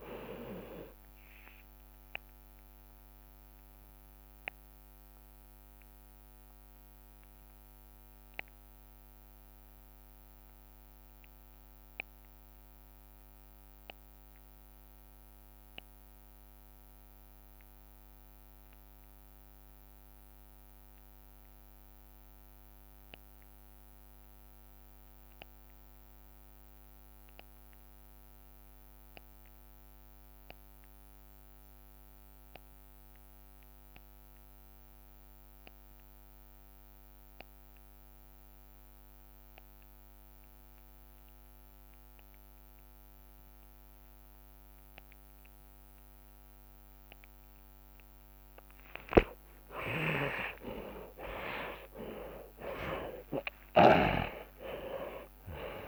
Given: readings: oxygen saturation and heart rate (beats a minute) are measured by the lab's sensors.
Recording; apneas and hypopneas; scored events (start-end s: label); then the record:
breathing in sleep by a microphone on the trachea; 1
0.00-1.50 s: drop in pulse transit time (device-marked)
0.00-36.50 s: oxygen desaturation (device-marked, oxygen 64% lowest)
1.00-3.00 s: long interval between heartbeats (device-marked)
6.50-8.50 s: long interval between heartbeats (device-marked)
6.50-48.50 s: obstructive apnea (oxygen 93% before, 61% lowest)
13.50-15.50 s: long interval between heartbeats (device-marked)
34.50-37.50 s: drop in pulse transit time (device-marked)
49.00-55.88 s: snoring (device-marked)
49.50-54.00 s: arousal
50.50-55.88 s: drop in pulse transit time (device-marked)
54.50-55.88 s: long interval between heartbeats (device-marked)
54.50-55.88 s: tachycardia (device-marked, heart rate 31 before, 86 extreme)
From the record:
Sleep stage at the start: REM sleep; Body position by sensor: on the left side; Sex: male